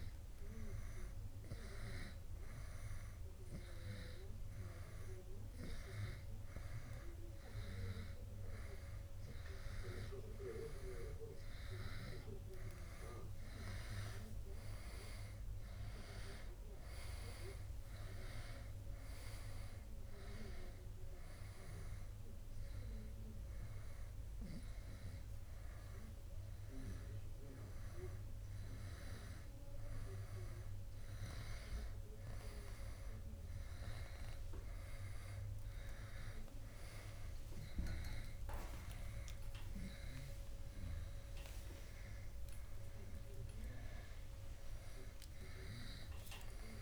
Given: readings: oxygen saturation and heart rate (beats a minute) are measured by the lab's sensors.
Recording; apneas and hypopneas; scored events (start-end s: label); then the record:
breathing in sleep by a room microphone; none
0.50-15.50 s: oxygen desaturation (device-marked, oxygen 96% before, 93% lowest, heart rate 73 before, 72 extreme)
38.50-40.50 s: long interval between heartbeats (device-marked, heart rate 74 before, 92 extreme)
39.00-44.00 s: arousal
From the record:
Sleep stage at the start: N2 (light sleep); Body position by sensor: on the back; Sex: male